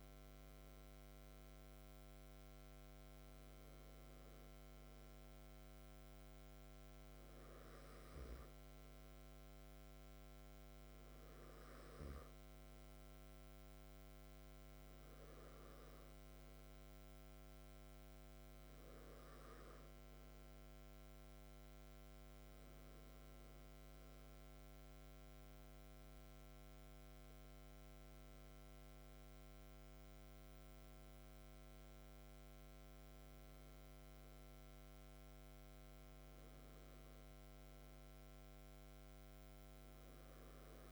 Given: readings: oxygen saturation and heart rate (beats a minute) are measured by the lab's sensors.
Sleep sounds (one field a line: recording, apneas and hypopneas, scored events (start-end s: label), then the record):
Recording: breathing in sleep, hard to hear, by a microphone on the trachea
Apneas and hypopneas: none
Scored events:
none scored
From the record:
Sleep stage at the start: REM sleep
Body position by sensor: on the back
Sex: male